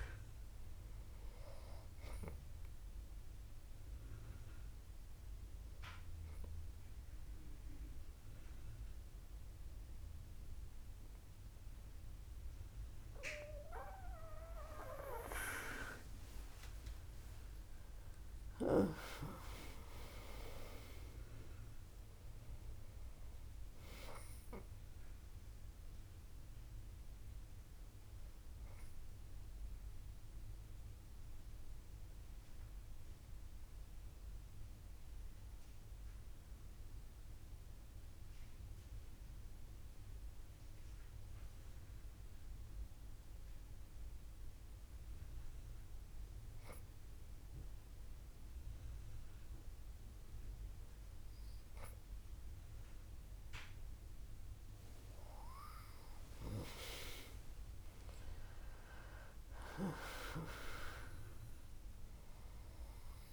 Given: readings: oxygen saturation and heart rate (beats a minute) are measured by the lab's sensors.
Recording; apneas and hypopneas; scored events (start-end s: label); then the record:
breathing in sleep by a room microphone; 2
5.50-16.50 s: obstructive apnea (oxygen 99% before, 97% lowest, heart rate 71 before, 63 extreme, up 18 after)
18.00-22.00 s: arousal
31.00-52.00 s: obstructive apnea (oxygen 98% before, 97% lowest, heart rate 72 before, 57 extreme, up 31 after)
57.50-62.50 s: arousal
From the record:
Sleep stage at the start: N2 (light sleep); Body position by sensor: on the back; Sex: female